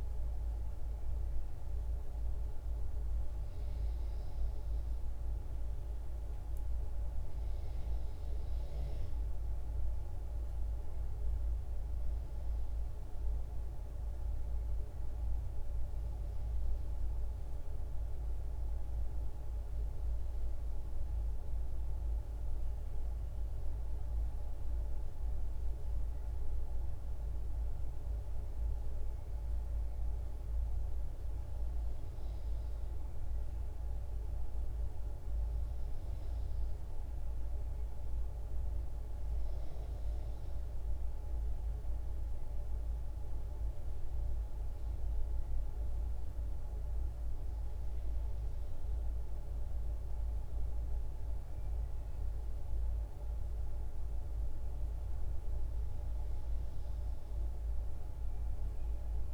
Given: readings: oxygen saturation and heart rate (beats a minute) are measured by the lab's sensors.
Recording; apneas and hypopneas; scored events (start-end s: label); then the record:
breathing in sleep, hard to hear, by a room microphone; none
none scored
From the record:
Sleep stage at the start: N1 (lightest sleep); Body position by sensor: on the back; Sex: female